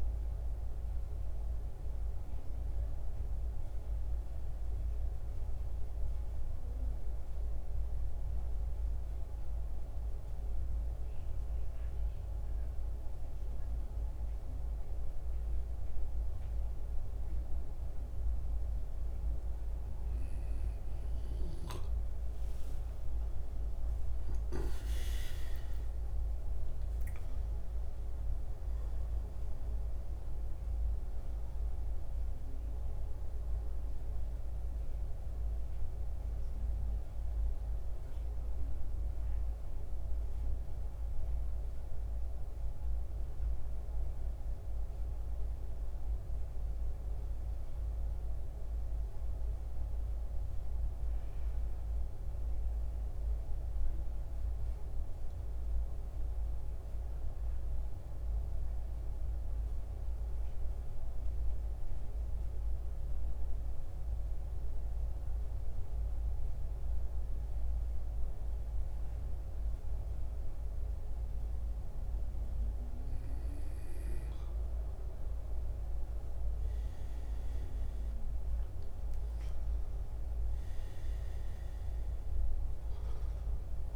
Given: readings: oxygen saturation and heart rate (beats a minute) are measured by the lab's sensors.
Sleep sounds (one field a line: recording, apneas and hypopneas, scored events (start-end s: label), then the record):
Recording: breathing in sleep, hard to hear, by a room microphone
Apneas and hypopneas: 2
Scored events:
0.00-10.00 s: oxygen desaturation (device-marked, oxygen 84% lowest, heart rate 66 extreme)
2.00-21.00 s: central apnea (oxygen 93% before, 83% lowest, heart rate 77 before, 66 extreme, up 17 after)
23.00-27.00 s: arousal
37.00-57.00 s: oxygen desaturation (device-marked, oxygen 91% before, 83% lowest, heart rate 77 before, 66 extreme)
57.00-75.00 s: central apnea (oxygen 93% before, 83% lowest, heart rate 73 before, 66 extreme, up 16 after)
70.00-83.96 s: oxygen desaturation (device-marked, oxygen 95% before, 83% lowest, heart rate 68 before, 67 extreme)
76.50-80.50 s: arousal
From the record:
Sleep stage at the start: N2 (light sleep)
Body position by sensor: on the back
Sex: male